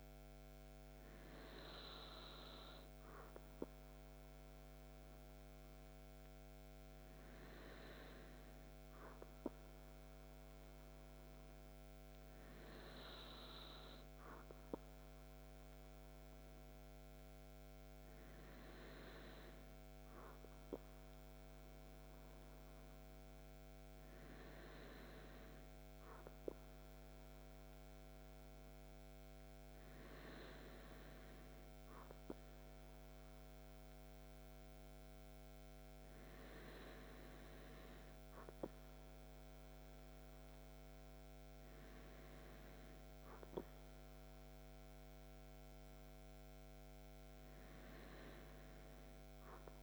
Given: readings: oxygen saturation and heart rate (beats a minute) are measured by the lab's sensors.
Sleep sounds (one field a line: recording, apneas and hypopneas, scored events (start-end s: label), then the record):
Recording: breathing in sleep, hard to hear, by a microphone on the trachea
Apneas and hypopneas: none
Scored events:
none scored
From the record:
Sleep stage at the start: N2 (light sleep)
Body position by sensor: on the back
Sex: male